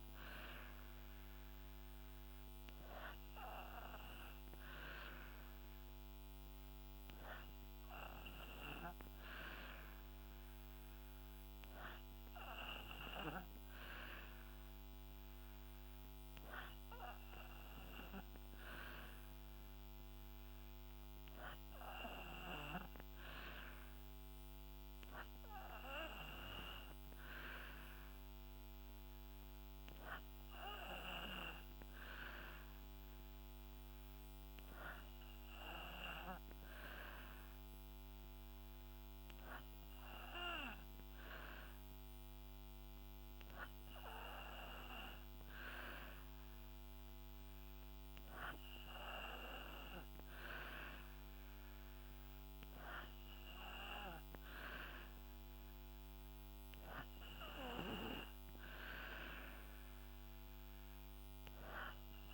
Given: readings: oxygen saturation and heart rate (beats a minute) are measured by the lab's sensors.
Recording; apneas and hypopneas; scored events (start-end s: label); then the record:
breathing in sleep by a microphone on the trachea; none
none scored
From the record:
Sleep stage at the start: N3 (deep sleep); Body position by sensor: on the back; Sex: female